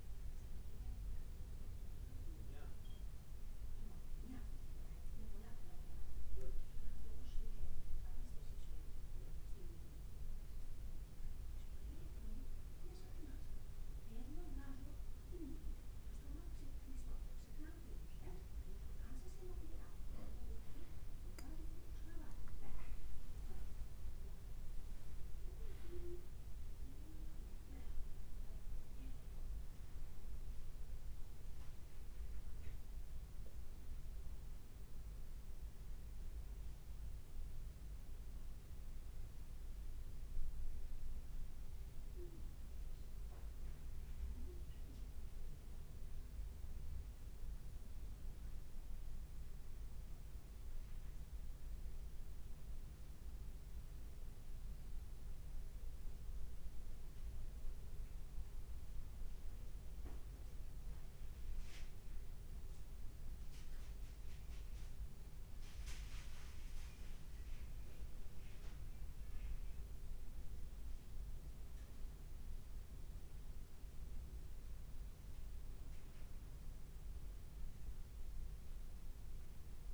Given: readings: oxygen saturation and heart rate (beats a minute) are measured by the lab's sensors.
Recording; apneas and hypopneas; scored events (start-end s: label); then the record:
breathing in sleep by a room microphone; 2
0.00-6.50 s: oxygen desaturation (device-marked, oxygen 94% lowest, heart rate 55 extreme)
3.50-17.00 s: hypopnea (oxygen 99% before, 94% lowest, heart rate 61 before, 56 extreme, up 4 after)
19.50-23.50 s: arousal
21.50-26.00 s: leg movement (device-marked)
21.50-40.50 s: oxygen desaturation (device-marked, oxygen 97% before, 94% lowest, heart rate 56 before, 56 extreme)
56.50-69.50 s: hypopnea (oxygen 95% before, 93% lowest, heart rate 57 before, 56 extreme, up 0 after)
72.00-76.00 s: arousal
From the record:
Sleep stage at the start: N1 (lightest sleep); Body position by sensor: on the back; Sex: male